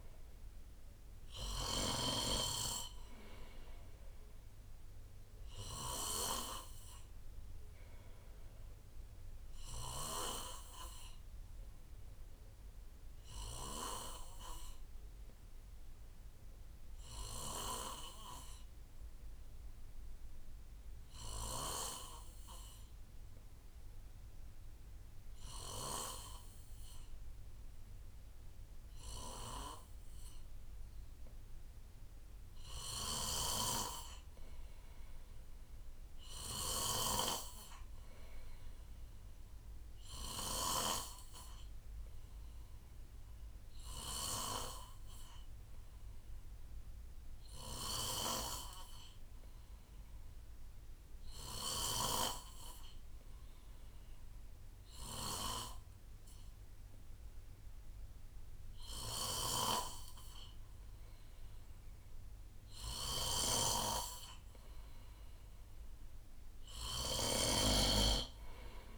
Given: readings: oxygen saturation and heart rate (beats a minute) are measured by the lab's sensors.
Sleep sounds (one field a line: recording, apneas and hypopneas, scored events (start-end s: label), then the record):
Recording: breathing in sleep by a room microphone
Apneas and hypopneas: 2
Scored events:
0.00-2.00 s: snoring (device-marked)
0.00-5.00 s: oxygen desaturation (device-marked, oxygen 91% lowest, heart rate 63 extreme)
7.00-32.00 s: obstructive apnea (oxygen 94% before, 91% lowest, heart rate 66 before, 63 extreme, up 13 after)
33.00-37.00 s: snoring (device-marked)
33.50-37.00 s: arousal
36.00-50.00 s: oxygen desaturation (device-marked, oxygen 96% before, 92% lowest, heart rate 67 before, 65 extreme)
38.50-40.50 s: long interval between heartbeats (device-marked, heart rate 67 before, 77 extreme)
45.00-62.00 s: obstructive apnea (oxygen 97% before, 91% lowest, heart rate 70 before, 65 extreme, up 3 after)
59.00-68.98 s: snoring (device-marked)
64.00-68.50 s: arousal
From the record:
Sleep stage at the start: N2 (light sleep)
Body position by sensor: on the right side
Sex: male